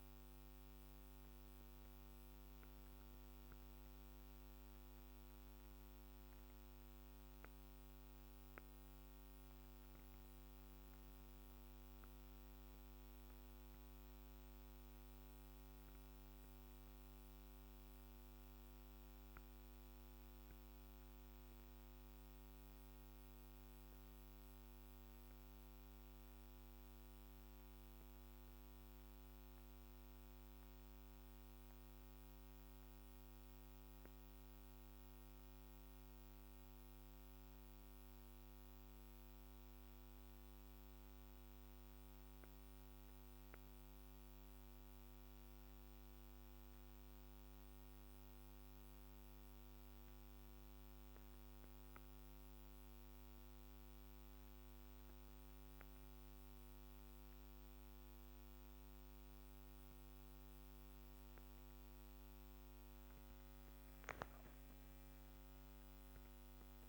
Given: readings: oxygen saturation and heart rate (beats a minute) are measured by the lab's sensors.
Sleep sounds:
breathing in sleep, hard to hear, by a microphone on the trachea; 1
0.00-7.50 s: oxygen desaturation (device-marked, oxygen 94% lowest, heart rate 51 extreme)
31.00-49.00 s: mixed apnea (oxygen 98% before, 94% lowest, heart rate 54 before, 51 extreme, up 7 after)
51.00-55.50 s: arousal
52.50-66.89 s: oxygen desaturation (device-marked, oxygen 97% before, 94% lowest, heart rate 53 before, 52 extreme)
From the record:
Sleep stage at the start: N2 (light sleep); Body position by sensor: on the back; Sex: female

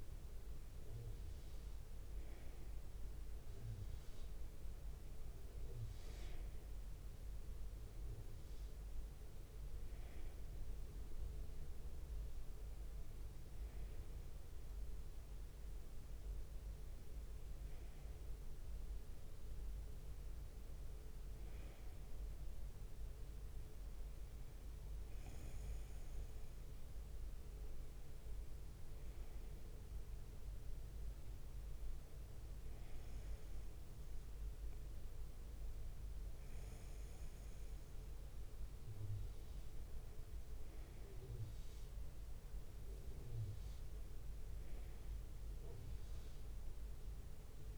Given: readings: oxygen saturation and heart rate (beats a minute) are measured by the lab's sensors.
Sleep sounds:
breathing in sleep, hard to hear, by a room microphone; none
none scored
From the record:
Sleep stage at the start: N1 (lightest sleep); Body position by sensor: on the right side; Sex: male

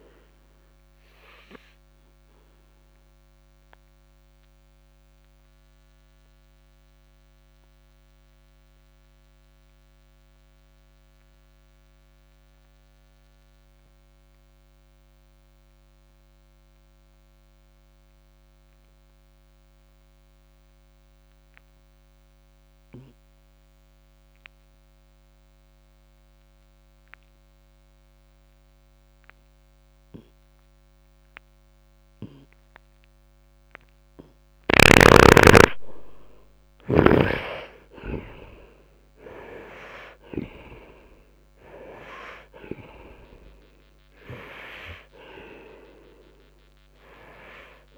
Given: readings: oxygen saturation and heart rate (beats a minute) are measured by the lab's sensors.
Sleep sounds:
breathing in sleep by a microphone on the trachea; 1
0.00-28.50 s: oxygen desaturation (device-marked, oxygen 76% lowest, heart rate 51 extreme)
1.00-33.00 s: obstructive apnea (oxygen 95% before, 70% lowest, heart rate 64 before, 51 extreme, up 4 after)
35.00-39.50 s: arousal
46.50-47.98 s: oxygen desaturation (device-marked, oxygen 87% before, 70% lowest, heart rate 55 before, 62 extreme)
From the record:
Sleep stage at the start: N2 (light sleep); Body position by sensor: on the right side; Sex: male

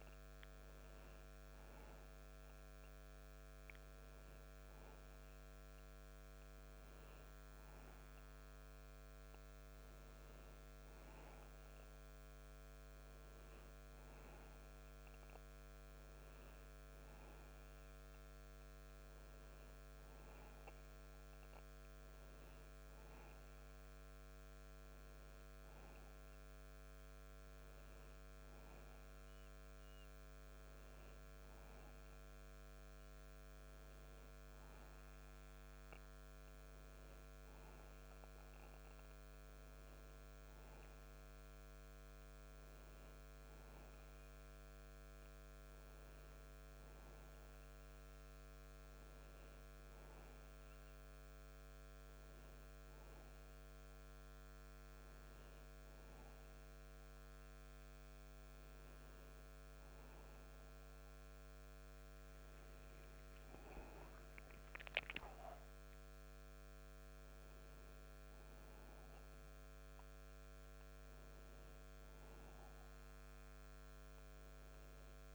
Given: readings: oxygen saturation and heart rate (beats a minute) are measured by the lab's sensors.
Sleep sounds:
breathing in sleep, hard to hear, by a microphone on the trachea; none
none scored
From the record:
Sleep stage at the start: N2 (light sleep); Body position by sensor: on the back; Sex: male

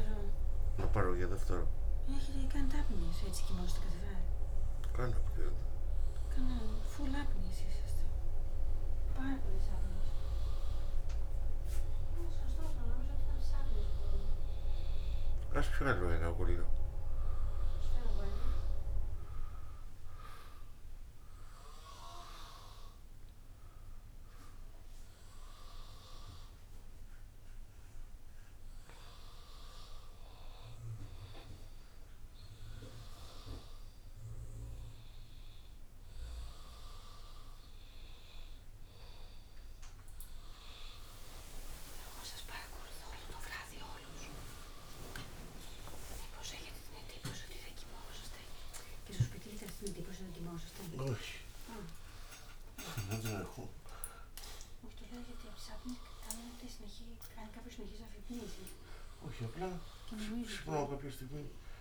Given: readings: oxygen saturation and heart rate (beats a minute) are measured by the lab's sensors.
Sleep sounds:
breathing in sleep by a room microphone; 1
0.50-14.50 s: obstructive apnea (oxygen 96% before, 92% lowest, heart rate 89 before, 81 extreme, up 0 after)
15.50-18.50 s: arousal
44.00-61.81 s: oxygen desaturation (device-marked, oxygen 96% before, 92% lowest, heart rate 84 before, 93 extreme)
48.00-50.00 s: long interval between heartbeats (device-marked, heart rate 85 before, 109 extreme)
51.00-53.00 s: long interval between heartbeats (device-marked, heart rate 90 before, 118 extreme)
55.00-61.81 s: new sleep stage, awake
From the record:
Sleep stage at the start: N1 (lightest sleep); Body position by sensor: on the back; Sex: male

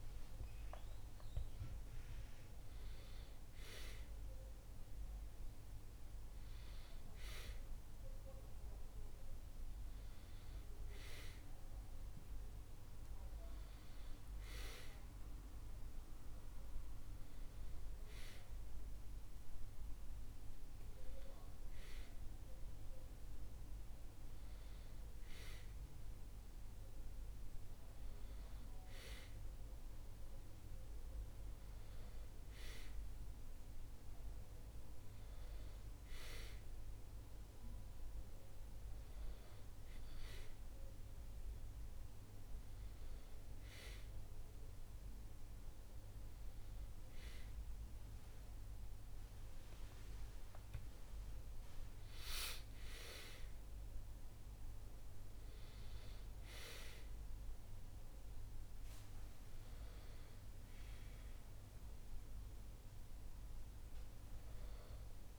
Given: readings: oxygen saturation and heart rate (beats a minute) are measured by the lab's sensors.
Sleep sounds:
breathing in sleep by a room microphone; none
53.00-65.39 s: new sleep stage, awake
From the record:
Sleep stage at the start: N1 (lightest sleep); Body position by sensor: on the back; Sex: male

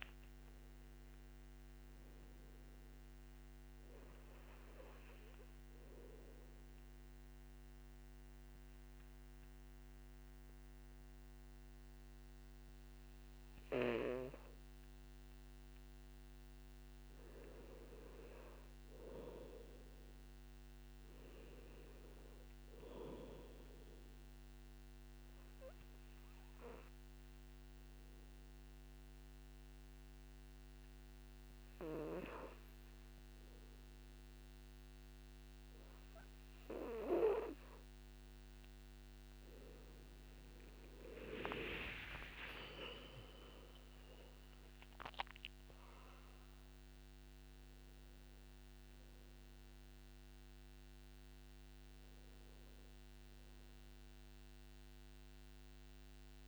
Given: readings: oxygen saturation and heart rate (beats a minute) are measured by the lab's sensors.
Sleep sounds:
breathing in sleep by a microphone on the trachea; 2
0.00-1.50 s: long interval between heartbeats (device-marked, heart rate 77 extreme)
2.00-23.00 s: oxygen desaturation (device-marked, oxygen 97% before, 92% lowest, heart rate 62 before, 53 extreme)
5.00-16.50 s: obstructive apnea (oxygen 97% before, 92% lowest, heart rate 65 before, 55 extreme, up 11 after)
19.00-22.50 s: arousal
25.50-38.00 s: obstructive apnea (oxygen 99% before, 94% lowest, heart rate 59 before, 56 extreme, up 16 after)
42.00-46.50 s: arousal
42.00-55.00 s: oxygen desaturation (device-marked, oxygen 98% before, 95% lowest, heart rate 60 before, 55 extreme)
From the record:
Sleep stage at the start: N2 (light sleep); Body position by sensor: on the back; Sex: male

